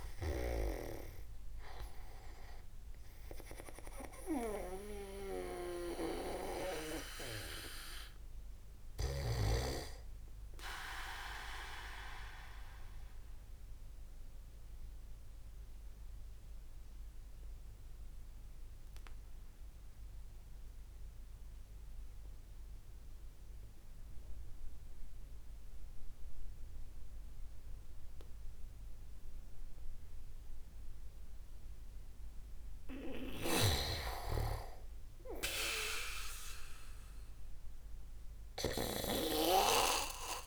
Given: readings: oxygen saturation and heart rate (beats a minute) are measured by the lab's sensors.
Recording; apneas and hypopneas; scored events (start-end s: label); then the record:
breathing in sleep by a room microphone; 1
0.00-28.00 s: oxygen desaturation (device-marked, oxygen 85% lowest)
4.50-9.50 s: snoring (device-marked)
9.50-31.00 s: obstructive apnea (oxygen 97% before, 85% lowest)
33.50-37.00 s: arousal
33.50-39.50 s: snoring (device-marked)
From the record:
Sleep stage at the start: N2 (light sleep); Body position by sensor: on the back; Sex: male